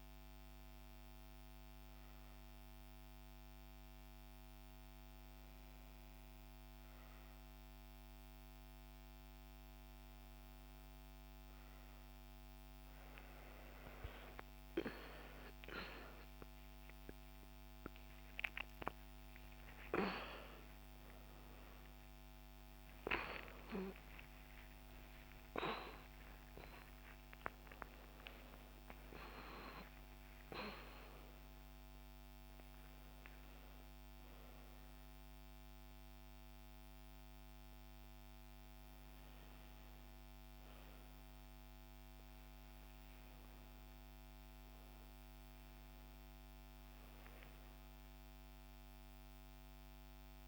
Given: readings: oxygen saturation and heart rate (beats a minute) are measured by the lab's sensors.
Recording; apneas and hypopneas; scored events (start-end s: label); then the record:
breathing in sleep by a microphone on the trachea; none
23.00-50.47 s: new sleep stage, N2 (light sleep)
23.50-29.50 s: arousal
25.00-37.00 s: oxygen desaturation (device-marked, oxygen 95% before, 92% lowest, heart rate 80 before, 58 extreme)
From the record:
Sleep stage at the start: N1 (lightest sleep); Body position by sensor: on the back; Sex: female